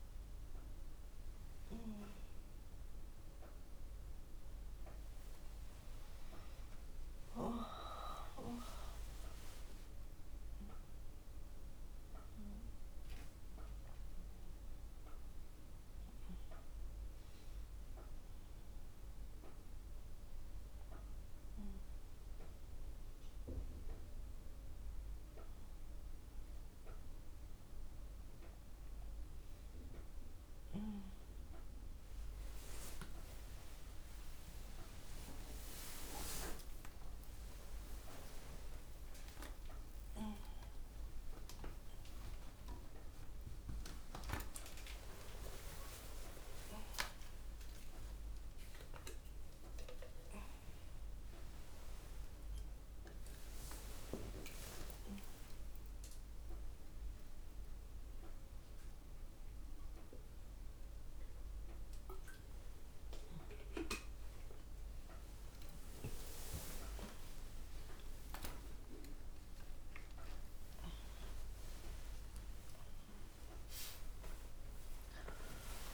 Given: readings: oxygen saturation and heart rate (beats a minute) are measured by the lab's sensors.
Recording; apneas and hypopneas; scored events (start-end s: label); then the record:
a person awake in a sleep study, by a room microphone; none
none scored
From the record:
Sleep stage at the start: awake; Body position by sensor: on the back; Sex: female